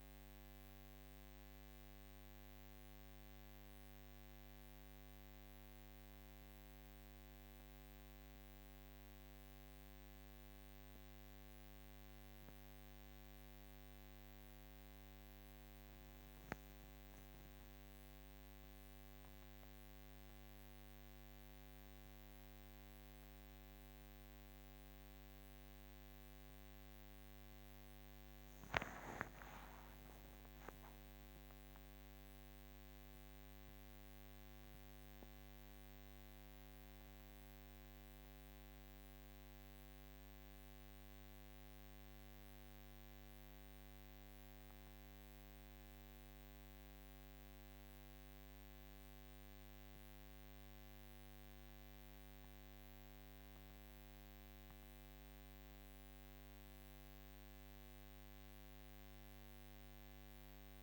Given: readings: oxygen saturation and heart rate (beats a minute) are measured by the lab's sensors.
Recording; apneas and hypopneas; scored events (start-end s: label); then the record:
breathing in sleep, hard to hear, by a microphone on the trachea; none
none scored
From the record:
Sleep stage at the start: N2 (light sleep); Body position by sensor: on the right side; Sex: female